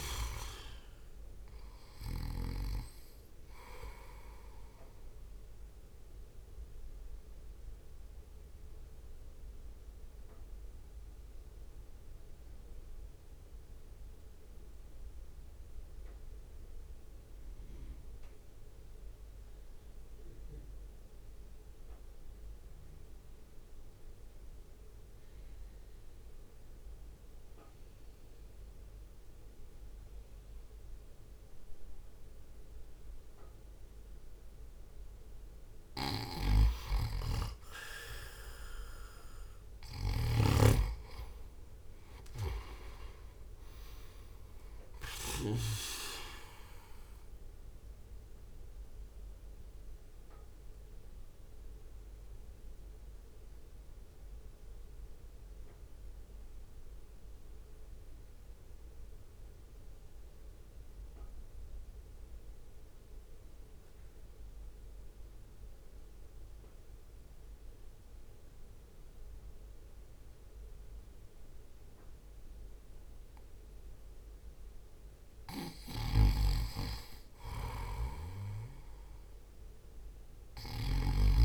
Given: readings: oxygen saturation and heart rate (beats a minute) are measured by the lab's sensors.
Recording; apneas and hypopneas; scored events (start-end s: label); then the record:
breathing in sleep by a room microphone; 2
0.00-7.00 s: drop in pulse transit time (device-marked, heart rate 53 extreme)
0.00-8.00 s: oxygen desaturation (device-marked, oxygen 92% lowest, heart rate 53 extreme)
6.00-35.50 s: mixed apnea (oxygen 98% before, 91% lowest, heart rate 58 before, 54 extreme, up 2 after)
38.00-41.00 s: arousal
40.00-56.00 s: drop in pulse transit time (device-marked, heart rate 62 before, 55 extreme)
48.50-75.00 s: mixed apnea (oxygen 98% before, 91% lowest, heart rate 60 before, 48 extreme, up 1 after)
62.00-72.00 s: oxygen desaturation (device-marked, oxygen 95% before, 91% lowest, heart rate 56 before, 48 extreme)
76.00-81.00 s: snoring (device-marked)
76.50-80.00 s: arousal
From the record:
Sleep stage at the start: N2 (light sleep); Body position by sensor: on the right side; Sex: male